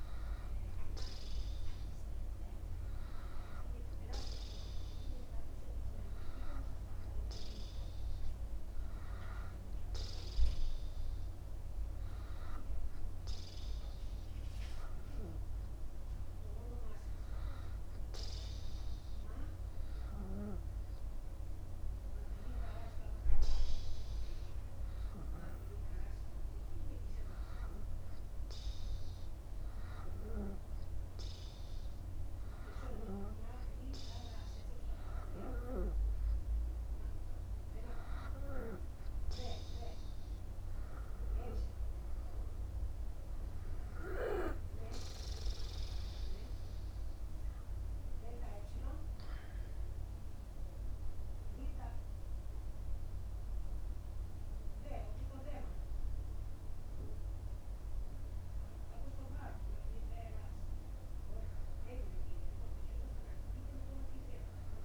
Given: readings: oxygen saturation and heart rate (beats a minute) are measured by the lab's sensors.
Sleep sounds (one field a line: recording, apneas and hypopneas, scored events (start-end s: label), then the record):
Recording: breathing in sleep by a room microphone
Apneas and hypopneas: 1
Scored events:
19.50-33.00 s: hypopnea (oxygen 91% before, 89% lowest)
38.50-42.00 s: arousal
From the record:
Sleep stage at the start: N2 (light sleep)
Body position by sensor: upright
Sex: male